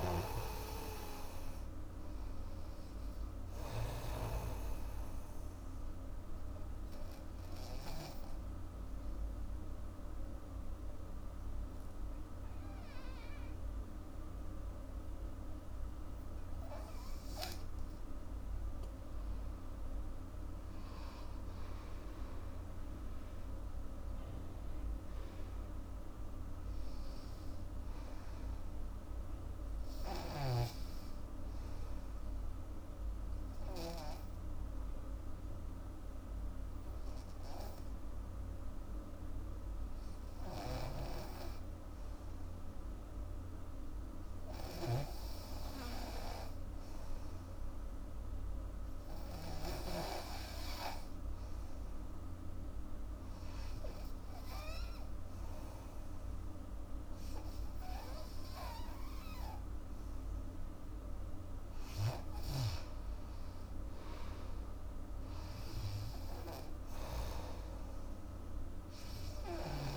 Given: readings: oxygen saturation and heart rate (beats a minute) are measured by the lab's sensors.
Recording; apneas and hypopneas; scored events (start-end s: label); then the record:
breathing in sleep by a room microphone; 2
2.00-13.00 s: oxygen desaturation (device-marked, oxygen 99% before, 91% lowest, heart rate 77 before, 71 extreme)
5.50-18.00 s: obstructive apnea (oxygen 99% before, 89% lowest, heart rate 78 before, 71 extreme, up 13 after)
20.00-25.00 s: arousal
21.00-43.00 s: oxygen desaturation (device-marked, oxygen 98% before, 89% lowest, heart rate 78 before, 71 extreme)
31.00-61.00 s: obstructive apnea (oxygen 98% before, 89% lowest, heart rate 81 before, 73 extreme, up 9 after)
57.00-69.97 s: oxygen desaturation (device-marked, oxygen 97% before, 91% lowest, heart rate 78 before, 75 extreme)
63.50-67.00 s: arousal
From the record:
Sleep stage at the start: N2 (light sleep); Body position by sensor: on the back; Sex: female